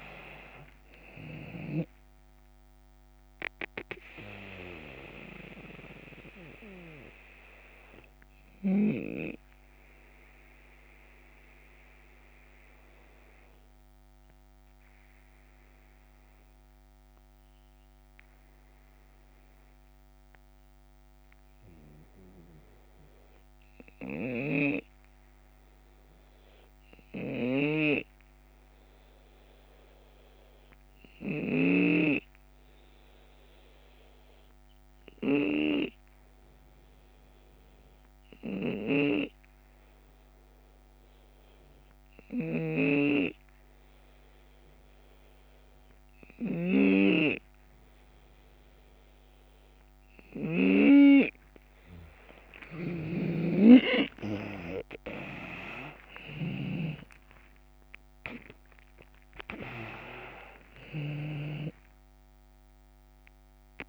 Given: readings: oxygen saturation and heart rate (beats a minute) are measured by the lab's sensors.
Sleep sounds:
breathing in sleep by a microphone on the trachea; 1
0.00-1.50 s: snoring (device-marked)
0.00-6.50 s: drop in pulse transit time (device-marked, heart rate 79 extreme)
0.00-22.50 s: oxygen desaturation (device-marked, oxygen 81% lowest, heart rate 72 extreme)
7.50-48.50 s: hypopnea (oxygen 86% before, 81% lowest, heart rate 81 before, 72 extreme, up 8 after)
38.50-63.89 s: oxygen desaturation (device-marked, oxygen 93% before, 83% lowest, heart rate 75 before, 73 extreme)
42.00-50.50 s: snoring (device-marked)
52.50-56.00 s: snoring (device-marked)
52.50-63.89 s: drop in pulse transit time (device-marked, heart rate 73 before, 76 extreme)
53.50-58.50 s: arousal
From the record:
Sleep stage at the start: REM sleep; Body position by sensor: on the left side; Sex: male

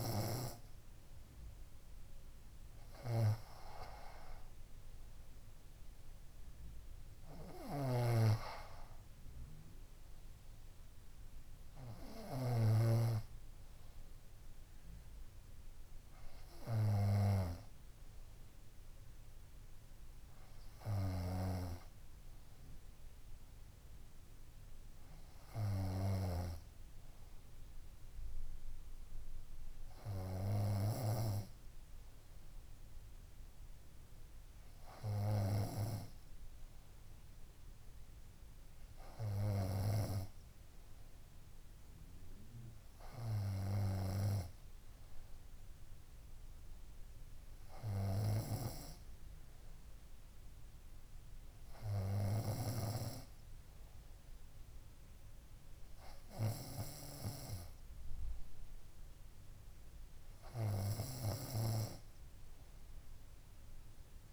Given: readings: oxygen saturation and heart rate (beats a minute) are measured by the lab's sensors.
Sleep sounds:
breathing in sleep by a room microphone; none
8.00-13.00 s: snoring (device-marked)
From the record:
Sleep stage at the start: N2 (light sleep); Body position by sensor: on the front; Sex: female

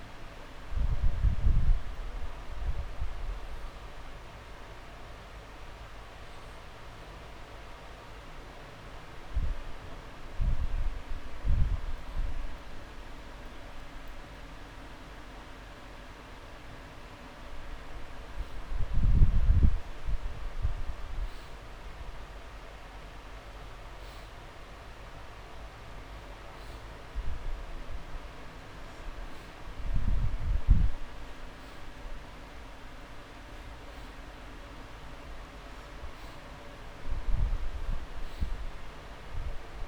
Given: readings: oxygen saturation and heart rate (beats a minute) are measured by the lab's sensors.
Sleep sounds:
breathing in sleep, hard to hear, by a room microphone; 1
0.00-21.50 s: oxygen desaturation (device-marked, oxygen 86% lowest)
0.50-13.00 s: hypopnea (oxygen 98% before, 86% lowest)
17.50-21.00 s: arousal
From the record:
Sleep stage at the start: N2 (light sleep); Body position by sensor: on the back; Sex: male

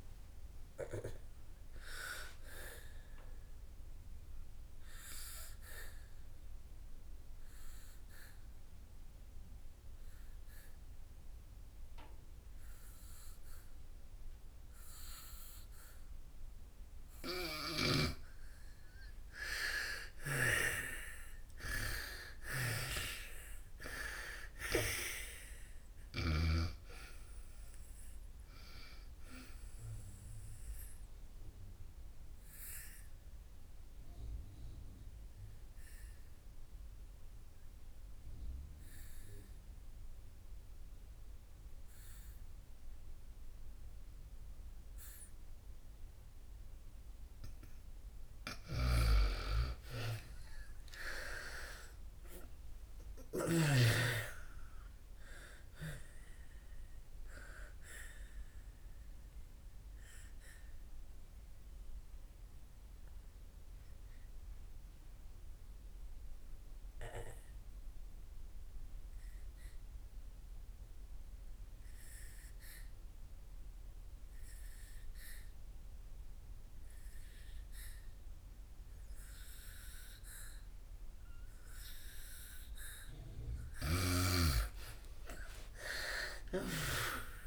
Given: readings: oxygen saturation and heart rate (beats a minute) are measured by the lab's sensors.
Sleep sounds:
breathing in sleep by a room microphone; 3
0.00-3.50 s: oxygen desaturation (device-marked, oxygen 85% lowest)
4.50-18.50 s: obstructive apnea (oxygen 97% before, 83% lowest, heart rate 32 before, 61 extreme, up 7 after)
20.00-23.50 s: arousal
20.00-26.50 s: snoring (device-marked)
22.50-35.50 s: oxygen desaturation (device-marked, oxygen 97% before, 85% lowest, heart rate 67 before, 61 extreme)
30.50-46.50 s: obstructive apnea (oxygen 98% before, 83% lowest, heart rate 70 before, 58 extreme, up 32 after)
44.50-76.50 s: oxygen desaturation (device-marked, oxygen 98% before, 83% lowest, heart rate 69 before, 58 extreme)
48.50-53.50 s: snoring (device-marked)
49.50-54.00 s: arousal
59.50-83.00 s: obstructive apnea (oxygen 98% before, 83% lowest, heart rate 71 before, 58 extreme)
78.50-87.47 s: oxygen desaturation (device-marked, oxygen 99% before, 84% lowest, heart rate 64 before, 59 extreme)
85.00-87.47 s: arousal
From the record:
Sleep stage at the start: N2 (light sleep); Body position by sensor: on the back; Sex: female

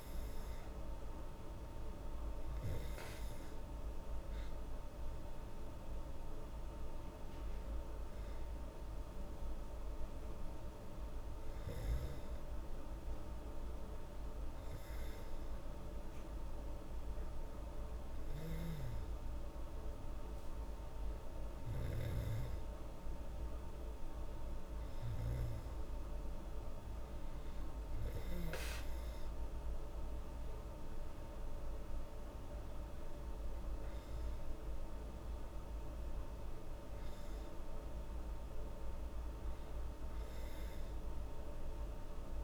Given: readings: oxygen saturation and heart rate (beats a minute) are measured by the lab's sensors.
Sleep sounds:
breathing in sleep, hard to hear, by a room microphone; none
30.00-34.00 s: arousal
From the record:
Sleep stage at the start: N2 (light sleep); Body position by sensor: on the back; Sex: female

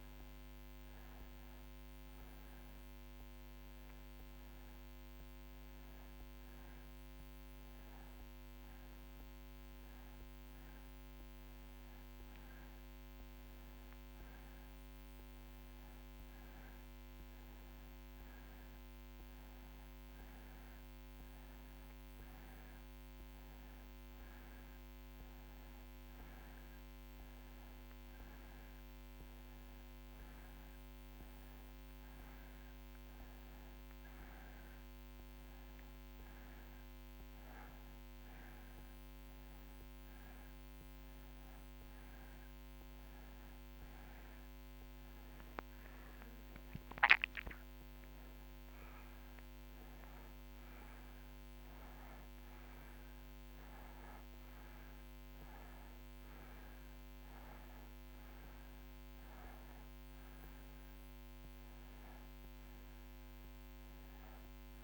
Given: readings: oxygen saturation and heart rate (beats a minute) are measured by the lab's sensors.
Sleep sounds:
breathing in sleep, hard to hear, by a microphone on the trachea; none
none scored
From the record:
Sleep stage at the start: N2 (light sleep); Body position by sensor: on the right side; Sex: male

